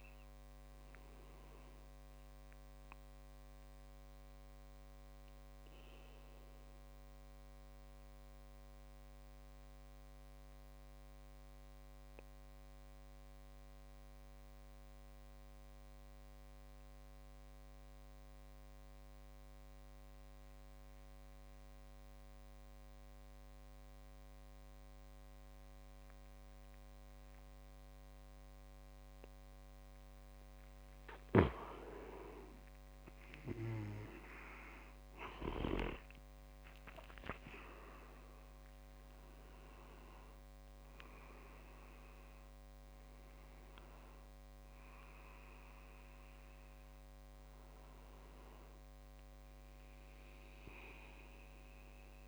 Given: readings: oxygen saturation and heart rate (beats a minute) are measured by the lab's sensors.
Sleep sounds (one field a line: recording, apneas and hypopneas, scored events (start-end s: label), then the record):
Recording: breathing in sleep by a microphone on the trachea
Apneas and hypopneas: 1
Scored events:
4.50-31.50 s: mixed apnea (oxygen 96% before, 90% lowest)
29.50-51.50 s: oxygen desaturation (device-marked, oxygen 98% before, 90% lowest)
34.00-38.50 s: arousal
36.00-39.50 s: leg movement (device-marked)
From the record:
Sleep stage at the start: N2 (light sleep)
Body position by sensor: on the back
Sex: male